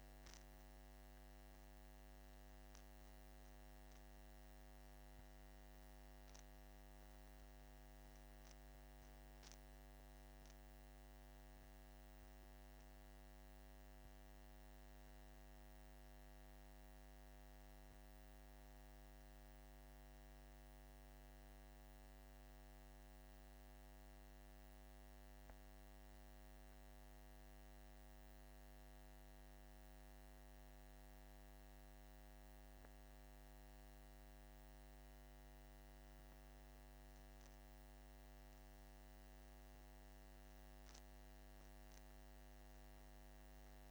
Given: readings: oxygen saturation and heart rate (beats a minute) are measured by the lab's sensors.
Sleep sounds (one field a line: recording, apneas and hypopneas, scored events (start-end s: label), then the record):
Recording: breathing in sleep, hard to hear, by a microphone on the trachea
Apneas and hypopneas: 1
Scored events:
17.50-37.50 s: hypopnea (oxygen 98% before, 94% lowest, heart rate 54 before, 48 extreme, up 9 after)
41.50-43.91 s: oxygen desaturation (device-marked, oxygen 98% before, 94% lowest, heart rate 50 before, 48 extreme)
42.00-43.91 s: arousal
From the record:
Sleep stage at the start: N2 (light sleep)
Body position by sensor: on the back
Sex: male